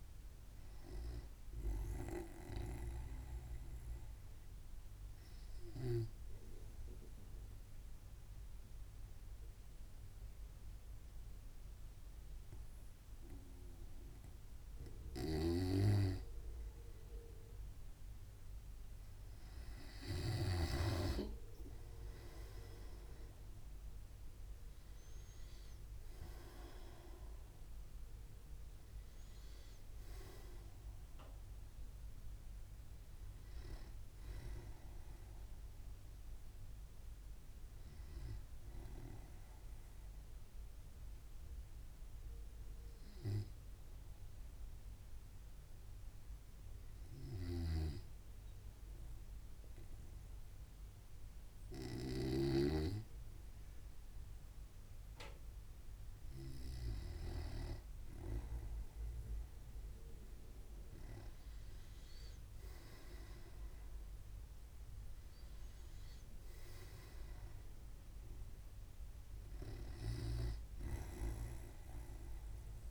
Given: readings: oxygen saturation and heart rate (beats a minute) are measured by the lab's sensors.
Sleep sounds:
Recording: breathing in sleep by a room microphone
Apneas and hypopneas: 2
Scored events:
5.00-17.50 s: obstructive apnea (oxygen 97% before, 95% lowest, heart rate 66 before, 64 extreme, up 2 after)
16.00-21.50 s: snoring (device-marked)
20.50-24.50 s: arousal
40.50-56.50 s: obstructive apnea (oxygen 98% before, 95% lowest, heart rate 65 before, 64 extreme, up 2 after)
48.00-53.50 s: snoring (device-marked)
59.00-63.00 s: arousal
From the record:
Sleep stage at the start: N2 (light sleep)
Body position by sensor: on the right side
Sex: male

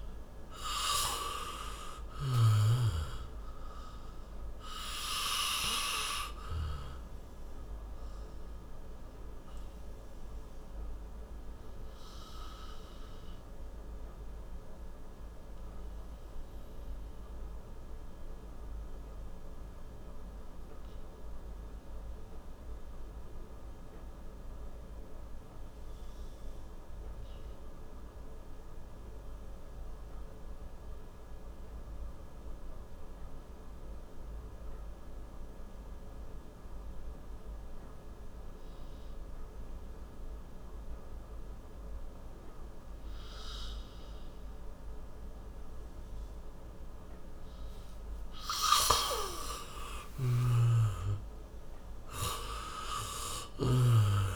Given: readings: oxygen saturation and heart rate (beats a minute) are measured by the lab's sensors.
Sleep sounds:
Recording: breathing in sleep by a room microphone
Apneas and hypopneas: 1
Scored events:
7.50-27.50 s: oxygen desaturation (device-marked, oxygen 95% before, 88% lowest, heart rate 69 before, 56 extreme)
8.00-46.50 s: obstructive apnea (oxygen 97% before, 88% lowest, heart rate 69 before, 56 extreme, up 20 after)
49.00-53.50 s: arousal
50.00-53.50 s: snoring (device-marked)
From the record:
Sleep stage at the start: N2 (light sleep)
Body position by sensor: on the back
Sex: male

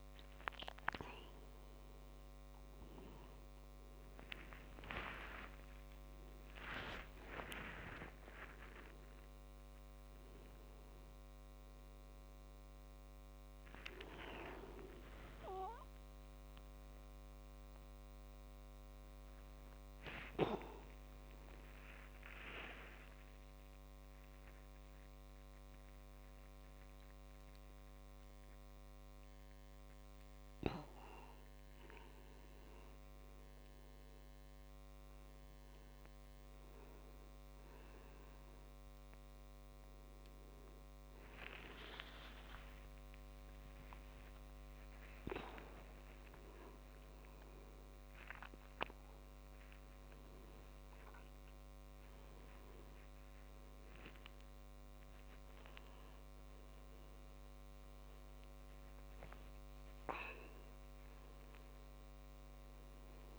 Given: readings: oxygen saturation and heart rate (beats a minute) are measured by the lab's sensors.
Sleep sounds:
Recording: a person awake in a sleep study, by a microphone on the trachea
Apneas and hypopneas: none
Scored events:
0.00-17.50 s: oxygen desaturation (device-marked, oxygen 88% lowest, heart rate 84 extreme)
6.50-51.50 s: tachycardia (device-marked, heart rate 63 before, 200 extreme)
41.50-58.50 s: oxygen desaturation (device-marked, oxygen 97% before, 93% lowest, heart rate 176 before, 36 extreme)
From the record:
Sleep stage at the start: awake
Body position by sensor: on the right side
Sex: male

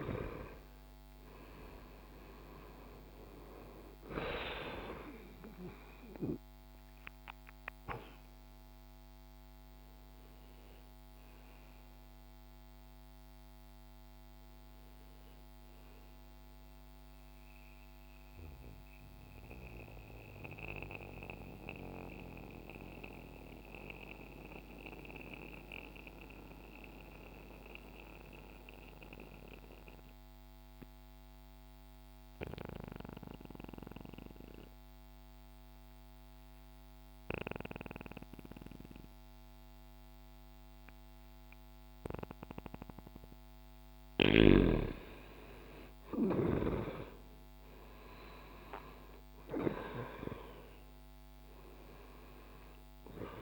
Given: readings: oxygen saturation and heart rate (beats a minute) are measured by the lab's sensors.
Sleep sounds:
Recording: breathing in sleep by a microphone on the trachea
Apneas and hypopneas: 1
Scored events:
0.00-1.50 s: arousal
1.50-38.50 s: oxygen desaturation (device-marked, oxygen 98% before, 88% lowest, heart rate 63 before, 59 extreme)
16.50-44.00 s: mixed apnea (oxygen 98% before, 86% lowest, heart rate 65 before, 59 extreme, up 6 after)
45.00-50.00 s: arousal
51.50-53.42 s: oxygen desaturation (device-marked, oxygen 97% before, 91% lowest, heart rate 62 before, 60 extreme)
From the record:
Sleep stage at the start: N2 (light sleep)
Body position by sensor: on the back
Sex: male

